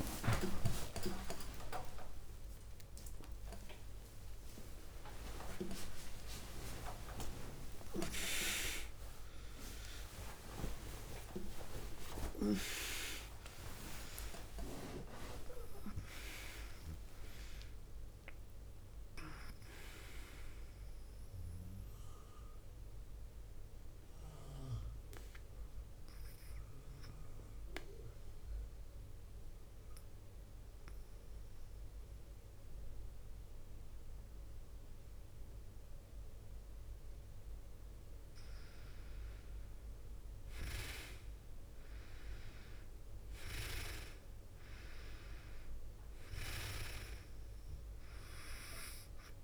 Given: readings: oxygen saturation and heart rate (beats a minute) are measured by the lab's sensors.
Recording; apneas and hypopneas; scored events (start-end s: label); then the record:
a person partly awake in a sleep study, by a room microphone; 1
0.00-5.50 s: oxygen desaturation (device-marked, oxygen 93% lowest, heart rate 48 extreme)
0.00-15.50 s: tachycardia (device-marked, heart rate 207 extreme)
1.00-3.00 s: long interval between heartbeats (device-marked, heart rate 69 before, 178 extreme)
4.00-6.00 s: long interval between heartbeats (device-marked, heart rate 90 before, 180 extreme)
5.50-35.50 s: new sleep stage, N1 (lightest sleep)
6.50-8.50 s: long interval between heartbeats (device-marked, heart rate 111 before, 168 extreme)
10.50-12.50 s: long interval between heartbeats (device-marked, heart rate 132 before, 133 extreme)
12.50-14.50 s: long interval between heartbeats (device-marked, heart rate 140 before, 133 extreme)
16.00-18.00 s: long interval between heartbeats (device-marked, heart rate 152 before, 121 extreme)
22.00-37.00 s: obstructive apnea (oxygen 100% before, 94% lowest, heart rate 146 before, 47 extreme, up 13 after)
35.50-49.44 s: new sleep stage, N2 (light sleep)
38.50-43.00 s: arousal
43.50-49.44 s: oxygen desaturation (device-marked, oxygen 100% before, 94% lowest, heart rate 52 before, 51 extreme)
From the record:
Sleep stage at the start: awake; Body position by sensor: on the back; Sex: female